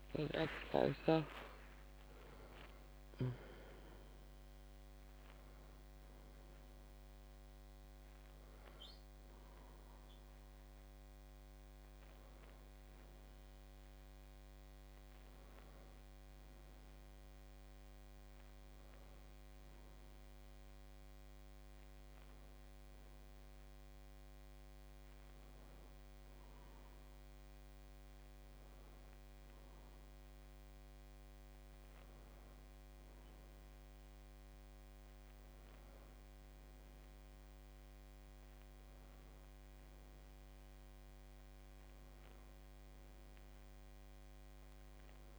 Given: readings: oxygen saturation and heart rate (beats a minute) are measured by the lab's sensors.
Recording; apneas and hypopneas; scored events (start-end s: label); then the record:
a person partly awake in a sleep study, by a microphone on the trachea; none
0.50-45.39 s: new sleep stage, N1 (lightest sleep)
From the record:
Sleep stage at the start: awake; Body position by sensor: on the back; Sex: female